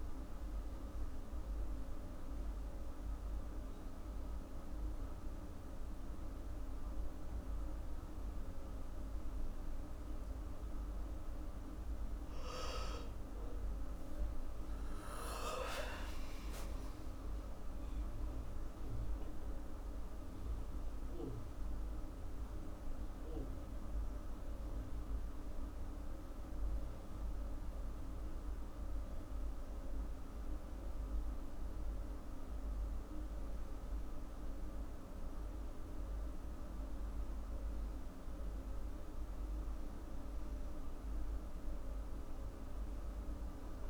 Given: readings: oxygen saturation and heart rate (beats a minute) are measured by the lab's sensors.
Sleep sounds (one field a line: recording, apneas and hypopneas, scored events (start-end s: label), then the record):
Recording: breathing in sleep, hard to hear, by a room microphone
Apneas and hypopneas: none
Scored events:
11.50-16.00 s: arousal
From the record:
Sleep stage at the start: N2 (light sleep)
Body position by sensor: on the back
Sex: female